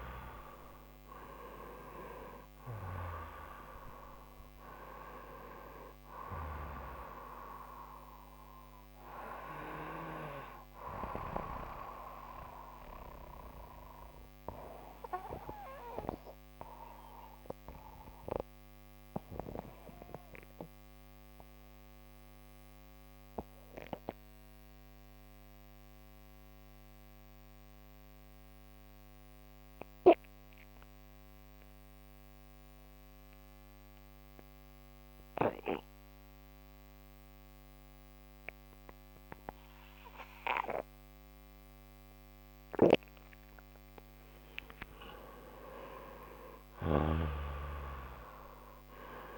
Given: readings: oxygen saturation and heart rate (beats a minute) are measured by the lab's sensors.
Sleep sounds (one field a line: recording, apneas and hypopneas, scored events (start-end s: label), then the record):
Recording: breathing in sleep by a microphone on the trachea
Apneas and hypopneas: 1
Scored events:
0.00-9.50 s: oxygen desaturation (device-marked, oxygen 94% lowest)
11.50-28.50 s: oxygen desaturation (device-marked, oxygen 96% before, 92% lowest)
13.50-42.50 s: obstructive apnea (oxygen 98% before, 91% lowest)
43.50-49.38 s: oxygen desaturation (device-marked, oxygen 98% before, 91% lowest)
44.50-48.50 s: arousal
47.00-49.38 s: snoring (device-marked)
From the record:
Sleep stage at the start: N2 (light sleep)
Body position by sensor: on the right side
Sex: male